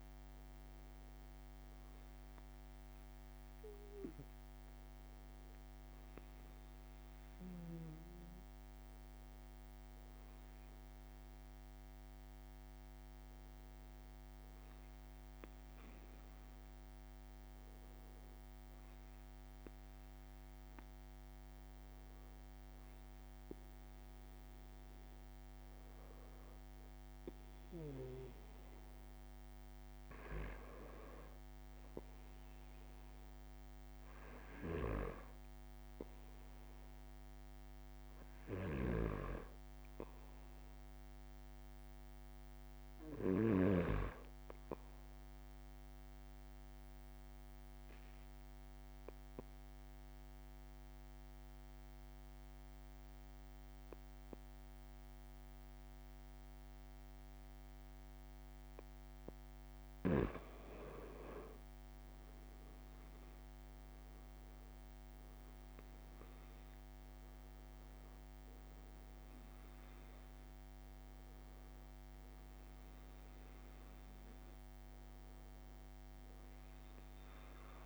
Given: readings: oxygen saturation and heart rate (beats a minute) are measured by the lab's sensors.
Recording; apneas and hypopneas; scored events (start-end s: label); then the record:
breathing in sleep by a microphone on the trachea; 1
8.00-10.00 s: long interval between heartbeats (device-marked)
36.50-40.50 s: arousal
45.00-47.00 s: long interval between heartbeats (device-marked)
45.00-58.50 s: obstructive apnea (oxygen 94% before, 90% lowest)
57.50-59.50 s: long interval between heartbeats (device-marked)
61.00-65.50 s: arousal
68.50-77.86 s: oxygen desaturation (device-marked, oxygen 94% before, 90% lowest)
From the record:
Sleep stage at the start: REM sleep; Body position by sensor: on the back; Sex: male